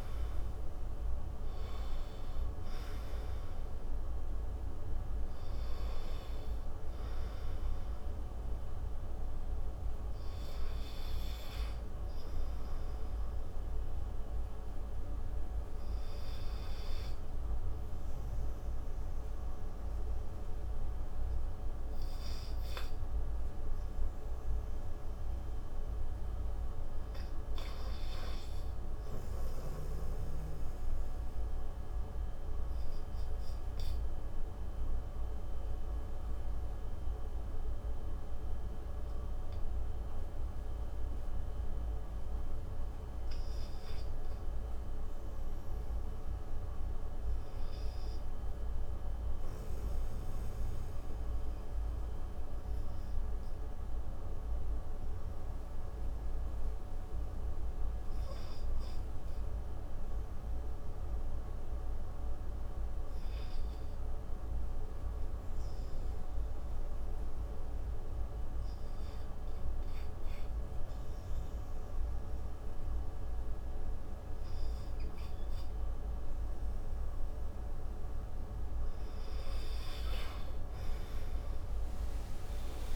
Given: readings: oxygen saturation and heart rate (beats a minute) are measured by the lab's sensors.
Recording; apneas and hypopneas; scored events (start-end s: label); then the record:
breathing in sleep, hard to hear, by a room microphone; 1
4.50-14.50 s: oxygen desaturation (device-marked, oxygen 88% before, 79% lowest)
26.00-29.50 s: arousal
31.50-78.50 s: obstructive apnea (oxygen 100% before, 80% lowest)
40.50-48.50 s: oxygen desaturation (device-marked, oxygen 99% before, 92% lowest)
53.50-82.96 s: oxygen desaturation (device-marked, oxygen 94% before, 80% lowest)
80.50-82.96 s: tachycardia (device-marked)
From the record:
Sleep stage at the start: REM sleep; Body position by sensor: on the right side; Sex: male